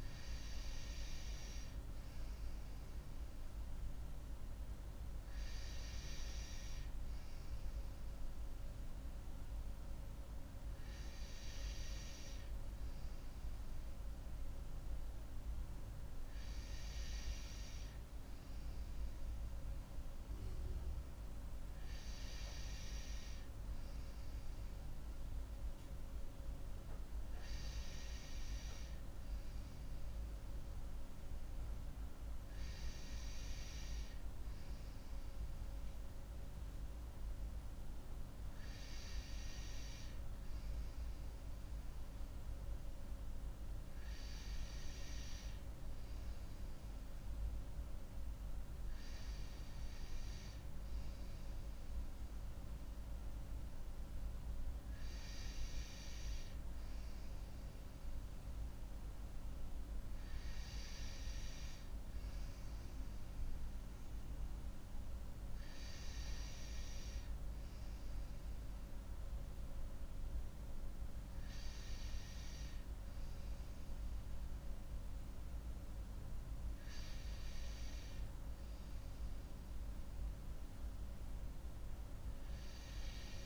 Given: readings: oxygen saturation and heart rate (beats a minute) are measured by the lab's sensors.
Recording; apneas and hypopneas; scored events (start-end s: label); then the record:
breathing in sleep, hard to hear, by a room microphone; none
none scored
From the record:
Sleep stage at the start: N2 (light sleep); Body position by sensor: on the right side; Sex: female